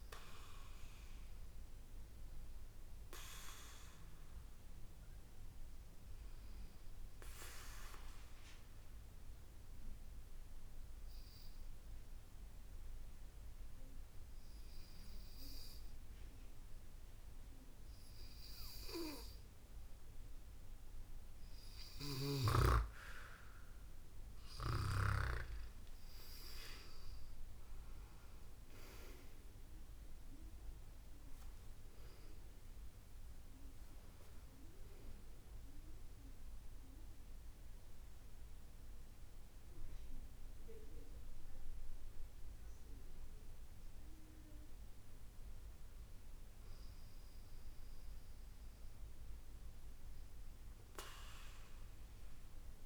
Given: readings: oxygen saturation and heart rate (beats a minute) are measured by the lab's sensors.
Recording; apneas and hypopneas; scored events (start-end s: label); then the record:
breathing in sleep by a room microphone; 1
0.00-2.00 s: arousal
7.00-21.00 s: obstructive apnea (oxygen 98% before, 92% lowest, heart rate 74 before, 69 extreme, up 7 after)
17.00-44.00 s: oxygen desaturation (device-marked, oxygen 97% before, 92% lowest, heart rate 71 before, 69 extreme)
24.00-28.50 s: arousal
From the record:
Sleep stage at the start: N2 (light sleep); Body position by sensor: on the back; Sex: female